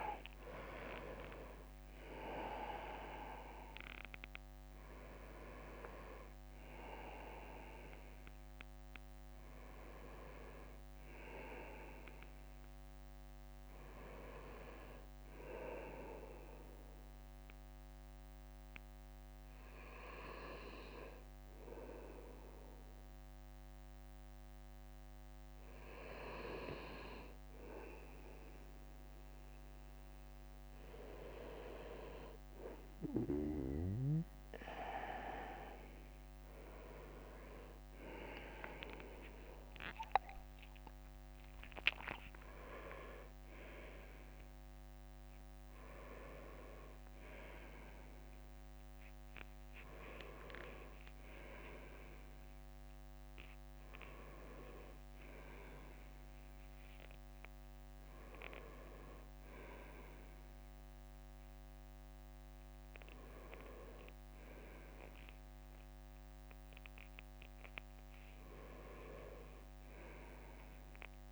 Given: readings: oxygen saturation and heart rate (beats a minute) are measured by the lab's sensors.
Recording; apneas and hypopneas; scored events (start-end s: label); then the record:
breathing in sleep by a microphone on the trachea; 1
0.00-3.50 s: leg movement (device-marked)
0.00-11.00 s: drop in pulse transit time (device-marked, heart rate 68 extreme)
9.50-12.50 s: leg movement (device-marked)
15.00-26.00 s: hypopnea (oxygen 97% before, 95% lowest, heart rate 69 before, 59 extreme, up 3 after)
30.00-33.50 s: arousal
34.00-64.00 s: new sleep stage, N1 (lightest sleep)
35.00-48.00 s: drop in pulse transit time (device-marked, heart rate 62 before, 63 extreme)
38.50-40.00 s: leg movement (device-marked)
41.00-45.00 s: leg movement (device-marked)
64.00-71.32 s: new sleep stage, N2 (light sleep)
From the record:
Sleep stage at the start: N2 (light sleep); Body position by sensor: on the right side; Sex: male